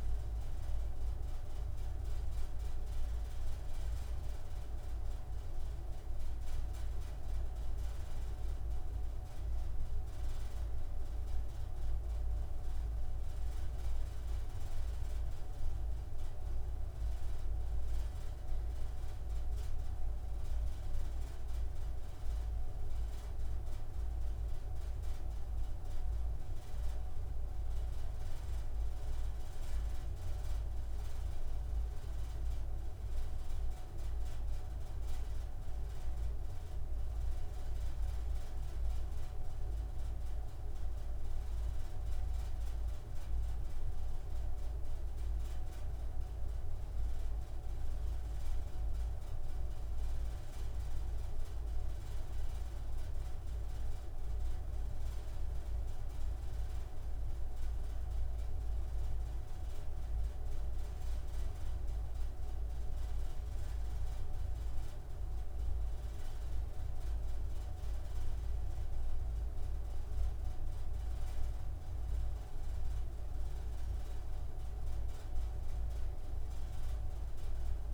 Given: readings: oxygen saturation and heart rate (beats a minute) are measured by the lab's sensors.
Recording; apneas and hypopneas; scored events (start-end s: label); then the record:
breathing in sleep, hard to hear, by a room microphone; none
none scored
From the record:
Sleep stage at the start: N2 (light sleep); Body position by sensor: on the right side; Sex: male